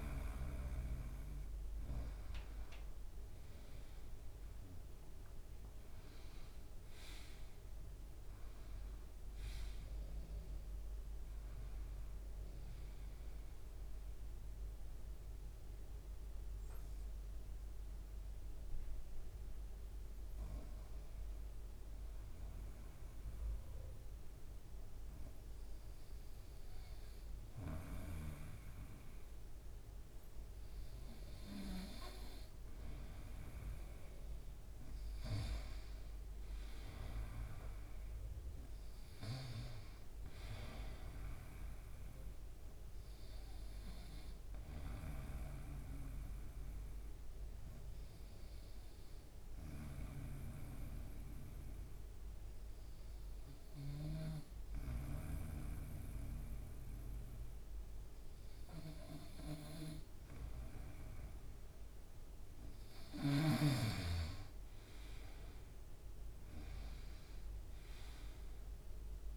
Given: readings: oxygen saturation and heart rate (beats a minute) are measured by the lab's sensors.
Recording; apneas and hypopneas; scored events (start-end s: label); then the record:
breathing in sleep by a room microphone; 2
5.50-9.50 s: arousal
14.50-30.50 s: hypopnea (oxygen 95% before, 92% lowest, heart rate 80 before, 76 extreme, up 2 after)
34.00-37.50 s: arousal
38.00-57.00 s: oxygen desaturation (device-marked, oxygen 97% before, 93% lowest, heart rate 77 before, 76 extreme)
47.00-59.00 s: obstructive apnea (oxygen 97% before, 92% lowest, heart rate 77 before, 76 extreme, up 1 after)
62.00-66.00 s: arousal
From the record:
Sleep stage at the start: N2 (light sleep); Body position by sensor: on the right side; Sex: male